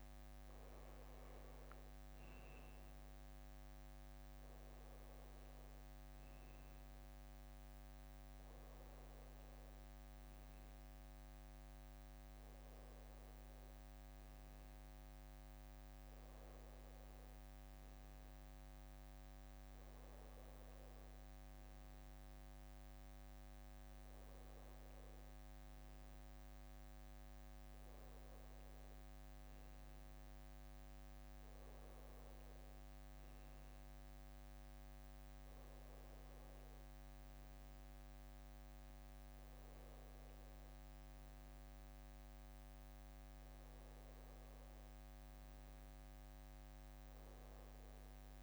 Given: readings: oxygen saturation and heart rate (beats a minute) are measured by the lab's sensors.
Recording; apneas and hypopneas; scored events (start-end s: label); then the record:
breathing in sleep, hard to hear, by a microphone on the trachea; none
none scored
From the record:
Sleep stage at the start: N1 (lightest sleep); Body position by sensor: on the back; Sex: male